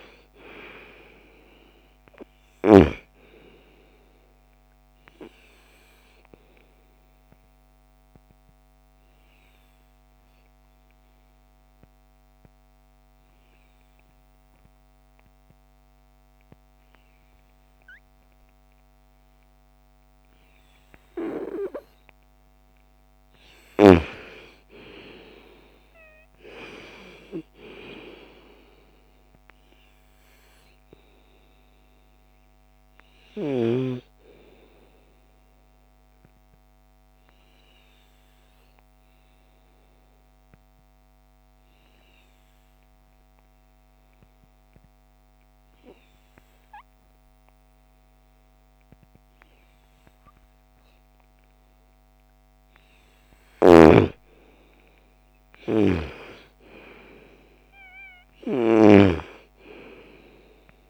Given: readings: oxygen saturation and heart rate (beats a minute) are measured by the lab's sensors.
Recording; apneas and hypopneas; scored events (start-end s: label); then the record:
breathing in sleep by a microphone on the trachea; 2
0.00-2.00 s: snoring (device-marked)
0.00-15.50 s: oxygen desaturation (device-marked, oxygen 85% lowest, heart rate 39 extreme)
4.50-21.50 s: obstructive apnea (oxygen 98% before, 85% lowest, heart rate 54 before, 49 extreme, up 19 after)
23.50-26.50 s: arousal
29.50-41.50 s: oxygen desaturation (device-marked, oxygen 98% before, 90% lowest, heart rate 57 before, 47 extreme)
35.00-51.00 s: obstructive apnea (oxygen 98% before, 89% lowest, heart rate 59 before, 47 extreme, up 10 after)
52.50-60.90 s: oxygen desaturation (device-marked, oxygen 98% before, 89% lowest, heart rate 56 before, 55 extreme)
53.50-58.00 s: arousal
From the record:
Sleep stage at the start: N2 (light sleep); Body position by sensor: on the right side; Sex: female